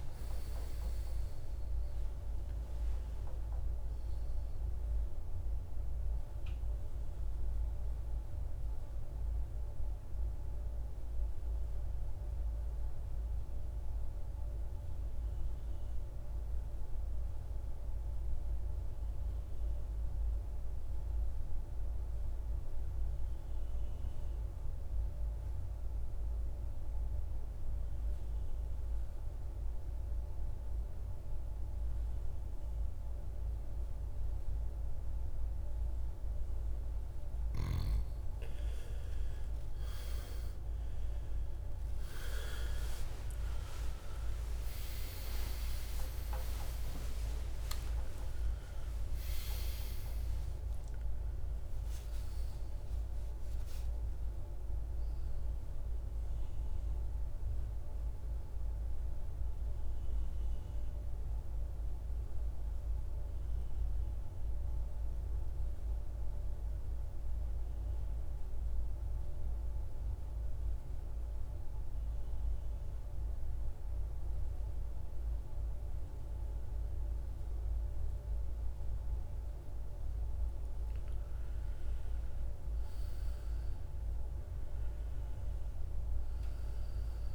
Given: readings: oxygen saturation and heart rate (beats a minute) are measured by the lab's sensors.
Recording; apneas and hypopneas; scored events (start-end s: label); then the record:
breathing in sleep, hard to hear, by a room microphone; 2
0.00-14.00 s: oxygen desaturation (device-marked, oxygen 83% lowest, heart rate 54 extreme)
6.50-10.50 s: arousal
12.00-37.00 s: mixed apnea (oxygen 98% before, 83% lowest, heart rate 68 before, 54 extreme, up 19 after)
31.00-64.00 s: oxygen desaturation (device-marked, oxygen 99% before, 83% lowest, heart rate 54 before, 52 extreme)
39.50-44.50 s: arousal
61.50-79.50 s: central apnea (oxygen 97% before, 83% lowest, heart rate 74 before, 52 extreme, up 11 after)
81.50-85.00 s: arousal
84.00-87.35 s: oxygen desaturation (device-marked, oxygen 99% before, 89% lowest, heart rate 54 before, 53 extreme)
From the record:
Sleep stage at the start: N2 (light sleep); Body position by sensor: on the back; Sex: male